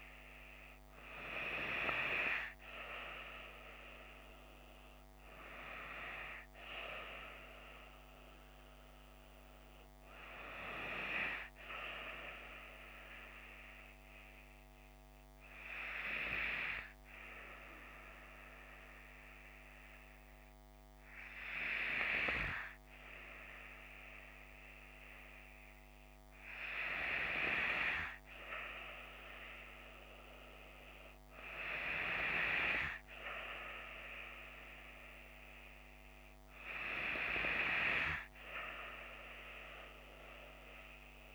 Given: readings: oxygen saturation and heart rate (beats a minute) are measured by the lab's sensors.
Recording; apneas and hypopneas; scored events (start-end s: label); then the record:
breathing in sleep by a microphone on the trachea; 1
7.00-10.00 s: arousal
14.50-27.00 s: hypopnea (oxygen 96% before, 95% lowest)
32.50-36.00 s: arousal
From the record:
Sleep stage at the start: N2 (light sleep); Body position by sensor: on the left side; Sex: female